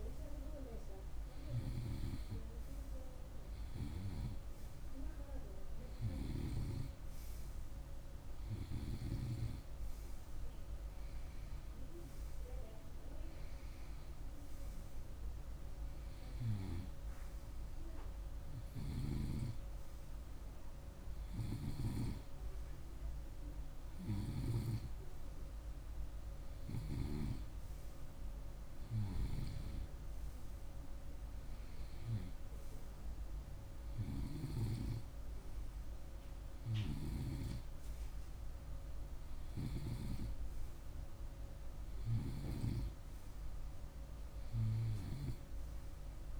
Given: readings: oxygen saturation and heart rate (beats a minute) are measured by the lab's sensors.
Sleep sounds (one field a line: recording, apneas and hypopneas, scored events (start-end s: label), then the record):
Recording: breathing in sleep by a room microphone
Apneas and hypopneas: none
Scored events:
none scored
From the record:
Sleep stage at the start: N2 (light sleep)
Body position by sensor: on the right side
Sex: male